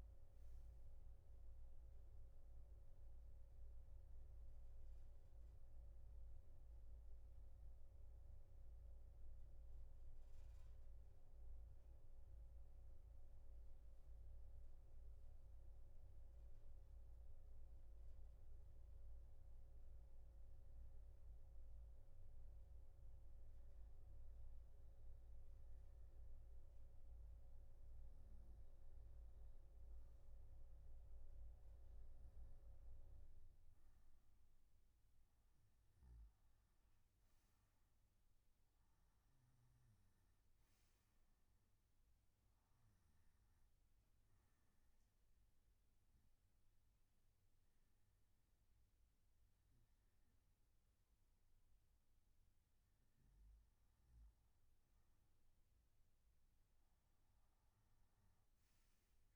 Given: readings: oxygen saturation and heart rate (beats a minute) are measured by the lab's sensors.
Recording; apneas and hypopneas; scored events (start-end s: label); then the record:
breathing in sleep, hard to hear, by a room microphone; 1
40.00-59.36 s: oxygen desaturation (device-marked, oxygen 96% before, 93% lowest, heart rate 57 before, 60 extreme)
44.00-55.00 s: obstructive apnea (oxygen 96% before, 93% lowest, heart rate 59 before, 60 extreme, up 7 after)
From the record:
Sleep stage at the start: N3 (deep sleep); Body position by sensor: on the right side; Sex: male